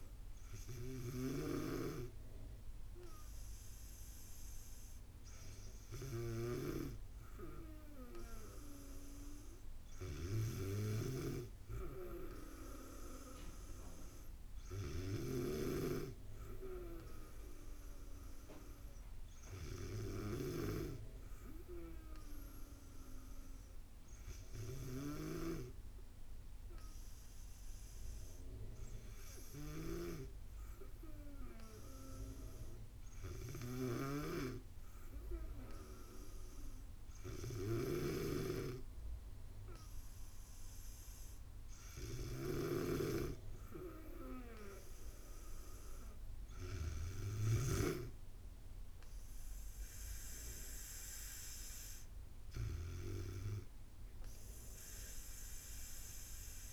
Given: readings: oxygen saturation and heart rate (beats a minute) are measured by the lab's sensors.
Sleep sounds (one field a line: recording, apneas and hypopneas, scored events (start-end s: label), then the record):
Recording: breathing in sleep by a room microphone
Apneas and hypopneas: none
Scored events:
none scored
From the record:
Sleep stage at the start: N2 (light sleep)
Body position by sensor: on the back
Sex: female